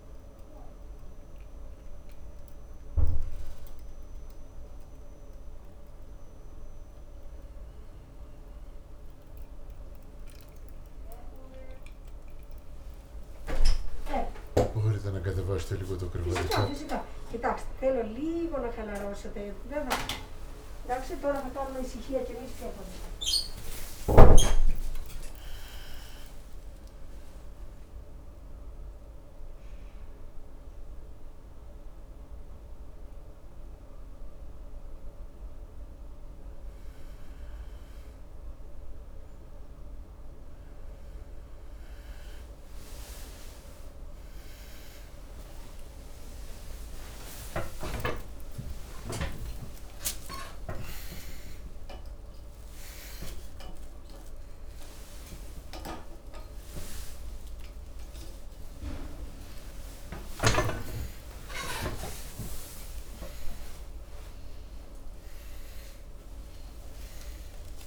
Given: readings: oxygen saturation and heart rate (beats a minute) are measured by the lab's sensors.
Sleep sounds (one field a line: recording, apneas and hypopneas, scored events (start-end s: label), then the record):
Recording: breathing in sleep by a room microphone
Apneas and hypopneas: none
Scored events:
15.50-20.00 s: arousal
16.50-33.50 s: oxygen desaturation (device-marked, oxygen 97% before, 94% lowest, heart rate 72 before, 66 extreme)
52.50-67.86 s: new sleep stage, awake
From the record:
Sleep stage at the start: N1 (lightest sleep)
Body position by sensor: on the right side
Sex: male